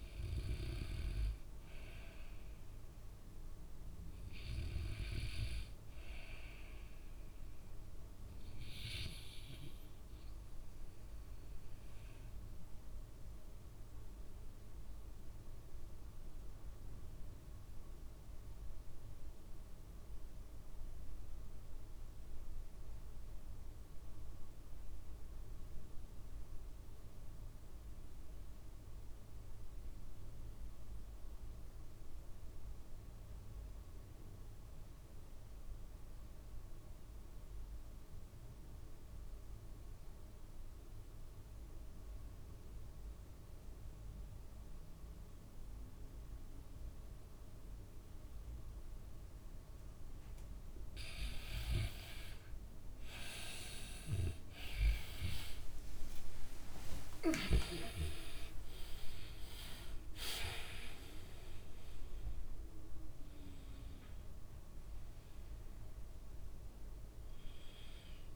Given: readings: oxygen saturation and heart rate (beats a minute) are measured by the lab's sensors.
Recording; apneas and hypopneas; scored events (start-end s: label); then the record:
breathing in sleep by a room microphone; 1
2.50-6.50 s: arousal
12.50-50.00 s: obstructive apnea (oxygen 99% before, 79% lowest, heart rate 67 before, 56 extreme, up 24 after)
24.00-35.00 s: oxygen desaturation (device-marked, oxygen 97% before, 94% lowest, heart rate 66 before, 56 extreme)
40.00-68.36 s: oxygen desaturation (device-marked, oxygen 95% before, 79% lowest, heart rate 60 before, 61 extreme)
53.50-58.50 s: arousal
From the record:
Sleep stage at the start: REM sleep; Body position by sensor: on the back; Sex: male